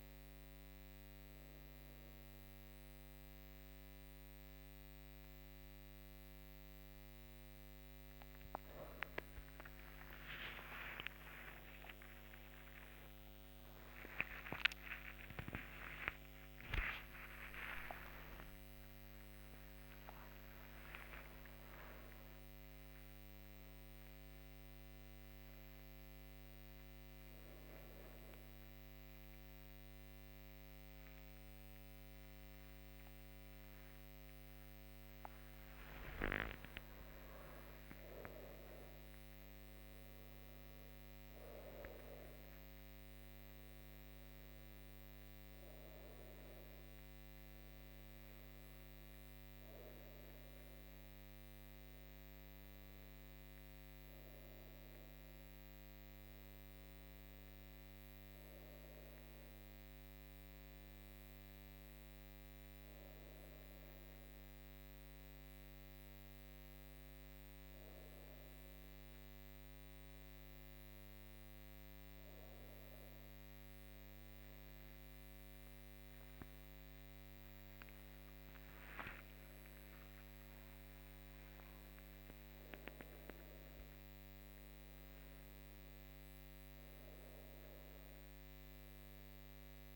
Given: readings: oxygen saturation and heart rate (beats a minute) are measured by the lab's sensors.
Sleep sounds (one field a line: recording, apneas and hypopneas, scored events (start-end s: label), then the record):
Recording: a person awake in a sleep study, by a microphone on the trachea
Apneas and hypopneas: none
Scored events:
86.50-89.96 s: new sleep stage, N1 (lightest sleep)
From the record:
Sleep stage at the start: awake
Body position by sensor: on the right side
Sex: female